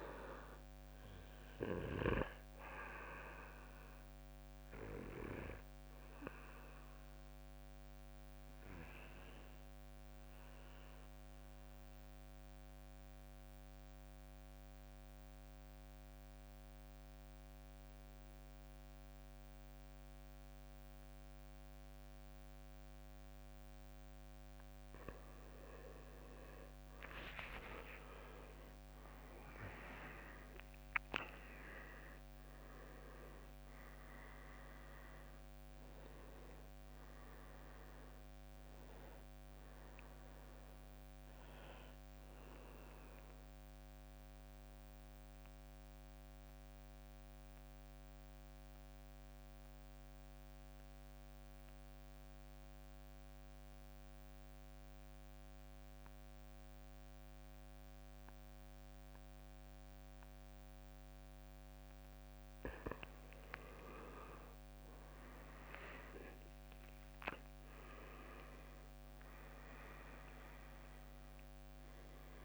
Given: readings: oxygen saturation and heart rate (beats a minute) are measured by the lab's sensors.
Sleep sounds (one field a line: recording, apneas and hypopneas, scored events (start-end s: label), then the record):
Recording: breathing in sleep by a microphone on the trachea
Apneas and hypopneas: 2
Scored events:
3.00-19.00 s: oxygen desaturation (device-marked, oxygen 97% before, 92% lowest, heart rate 58 before, 52 extreme)
9.00-26.00 s: mixed apnea (oxygen 97% before, 91% lowest, heart rate 59 before, 52 extreme, up 19 after)
18.50-19.00 s: leg movement (device-marked)
20.50-21.50 s: leg movement (device-marked)
27.00-31.50 s: arousal
27.50-30.00 s: leg movement (device-marked)
32.00-72.45 s: new sleep stage, REM sleep
37.00-50.00 s: oxygen desaturation (device-marked, oxygen 97% before, 92% lowest, heart rate 60 before, 56 extreme)
44.50-62.00 s: mixed apnea (oxygen 98% before, 91% lowest, heart rate 63 before, 56 extreme, up 12 after)
63.50-68.50 s: arousal
66.00-72.45 s: oxygen desaturation (device-marked, oxygen 98% before, 91% lowest, heart rate 58 before, 55 extreme)
From the record:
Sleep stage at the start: N2 (light sleep)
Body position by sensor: on the back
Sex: male